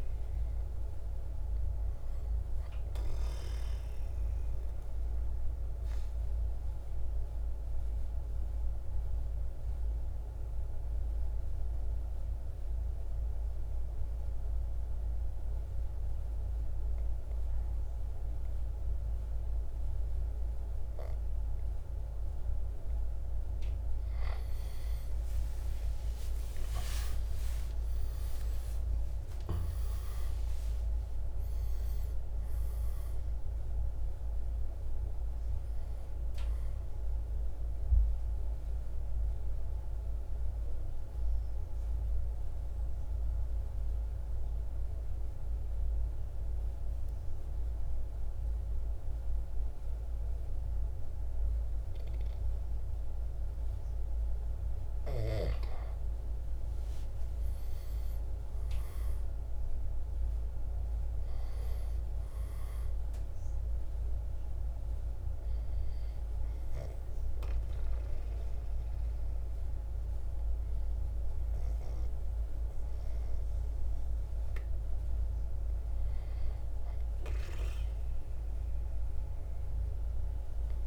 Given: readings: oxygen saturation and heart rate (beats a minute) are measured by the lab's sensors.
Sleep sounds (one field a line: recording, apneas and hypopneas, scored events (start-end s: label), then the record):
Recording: breathing in sleep, hard to hear, by a room microphone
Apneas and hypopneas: 3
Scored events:
1.00-18.00 s: oxygen desaturation (device-marked, oxygen 98% before, 91% lowest, heart rate 58 before, 54 extreme)
3.00-21.00 s: obstructive apnea (oxygen 98% before, 88% lowest, heart rate 58 before, 54 extreme, up 8 after)
25.50-31.50 s: arousal
28.00-40.00 s: drop in pulse transit time (device-marked, heart rate 57 before, 58 extreme)
28.00-54.00 s: oxygen desaturation (device-marked, oxygen 97% before, 88% lowest, heart rate 57 before, 55 extreme)
38.00-54.00 s: obstructive apnea (oxygen 97% before, 88% lowest, heart rate 64 before, 55 extreme, up 7 after)
55.50-59.50 s: arousal
62.50-74.50 s: obstructive apnea (oxygen 98% before, 90% lowest, heart rate 58 before, 56 extreme, up 0 after)
71.00-80.87 s: oxygen desaturation (device-marked, oxygen 97% before, 91% lowest, heart rate 59 before, 56 extreme)
76.50-80.50 s: arousal
From the record:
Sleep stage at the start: N2 (light sleep)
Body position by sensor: on the right side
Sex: male